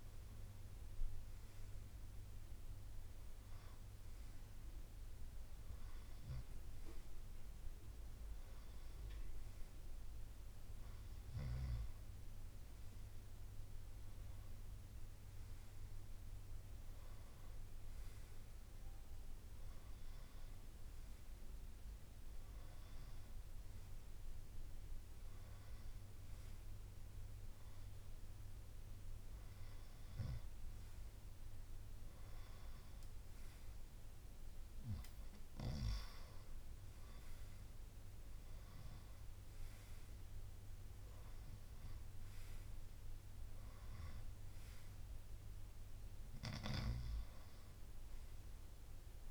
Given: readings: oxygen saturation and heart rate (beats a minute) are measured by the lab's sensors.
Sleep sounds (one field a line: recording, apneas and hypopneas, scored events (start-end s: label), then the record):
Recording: breathing in sleep, hard to hear, by a room microphone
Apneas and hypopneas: none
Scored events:
13.00-17.00 s: arousal
From the record:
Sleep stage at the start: N2 (light sleep)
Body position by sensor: on the right side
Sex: male